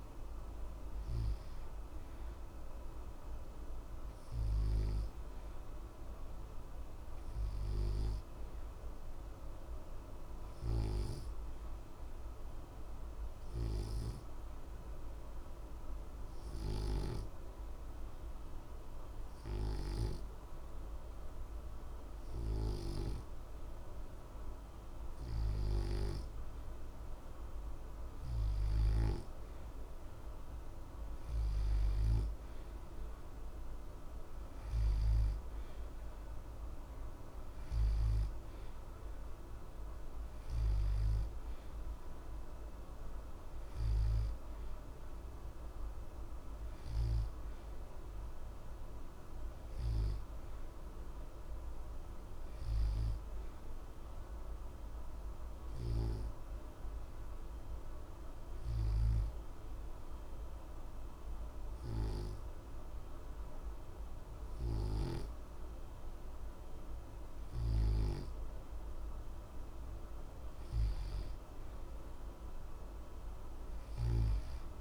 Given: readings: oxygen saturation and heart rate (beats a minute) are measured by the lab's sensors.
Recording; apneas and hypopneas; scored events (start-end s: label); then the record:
breathing in sleep by a room microphone; 2
0.00-2.50 s: arousal
12.50-26.50 s: obstructive apnea (oxygen 90% before, 88% lowest, heart rate 60 before, 60 extreme, up 0 after)
33.00-38.00 s: arousal
54.50-68.00 s: obstructive apnea (oxygen 90% before, 88% lowest, heart rate 60 before, 60 extreme, up 0 after)
71.00-74.81 s: arousal
From the record:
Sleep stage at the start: N2 (light sleep); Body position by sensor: on the back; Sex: male